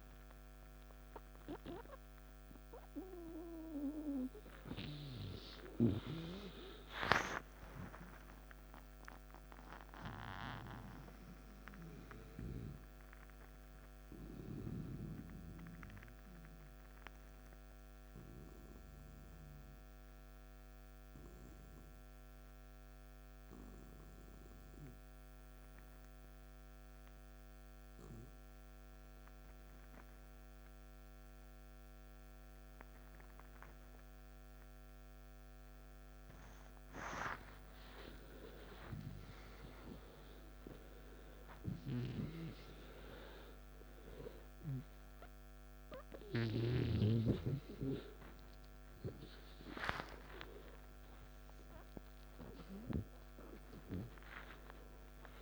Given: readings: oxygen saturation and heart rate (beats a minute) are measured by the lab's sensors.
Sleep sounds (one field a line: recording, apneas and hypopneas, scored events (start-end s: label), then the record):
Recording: breathing in sleep by a microphone on the trachea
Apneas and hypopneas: 1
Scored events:
7.00-17.00 s: oxygen desaturation (device-marked, oxygen 90% before, 86% lowest, heart rate 64 before, 54 extreme)
18.50-37.00 s: central apnea (oxygen 98% before, 92% lowest, heart rate 60 before, 54 extreme, up 13 after)
37.50-41.50 s: arousal
40.00-55.42 s: oxygen desaturation (device-marked, oxygen 98% before, 92% lowest, heart rate 55 before, 56 extreme)
From the record:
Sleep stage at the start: N2 (light sleep)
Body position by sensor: on the back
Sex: male